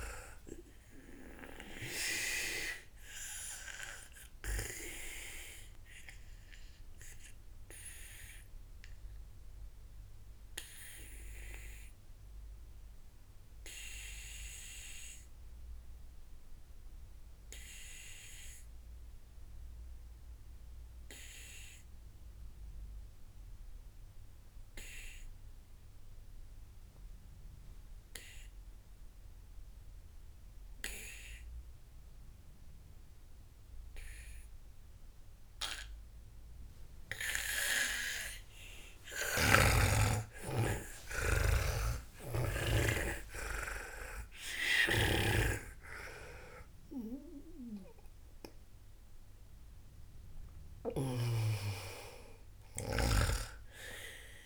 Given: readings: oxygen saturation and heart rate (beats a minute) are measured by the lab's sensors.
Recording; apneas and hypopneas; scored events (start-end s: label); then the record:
breathing in sleep by a room microphone; 1
0.00-2.50 s: snoring (device-marked)
0.00-18.00 s: oxygen desaturation (device-marked, oxygen 91% lowest, heart rate 58 extreme)
3.00-37.50 s: obstructive apnea (oxygen 98% before, 88% lowest, heart rate 70 before, 58 extreme, up 36 after)
35.00-54.46 s: oxygen desaturation (device-marked, oxygen 98% before, 88% lowest, heart rate 62 before, 57 extreme)
39.00-43.50 s: arousal
45.00-52.00 s: snoring (device-marked)
From the record:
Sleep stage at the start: N2 (light sleep); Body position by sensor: on the back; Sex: female